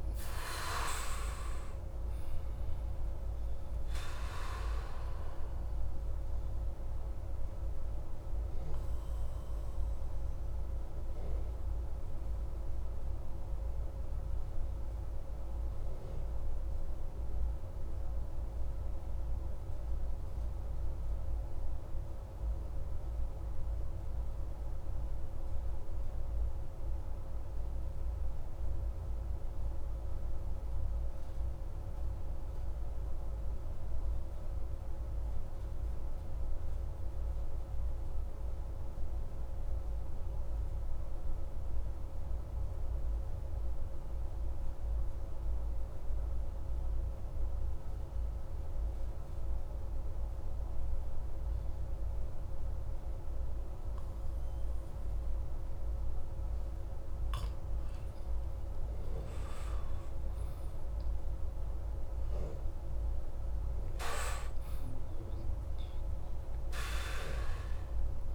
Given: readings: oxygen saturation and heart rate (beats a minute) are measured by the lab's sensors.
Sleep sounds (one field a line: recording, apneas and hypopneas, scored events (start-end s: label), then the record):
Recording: breathing in sleep by a room microphone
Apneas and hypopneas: 1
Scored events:
6.00-54.50 s: obstructive apnea (oxygen 97% before, 91% lowest)
52.00-68.35 s: oxygen desaturation (device-marked, oxygen 98% before, 91% lowest)
58.00-63.50 s: arousal
From the record:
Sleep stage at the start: N2 (light sleep)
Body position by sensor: on the back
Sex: male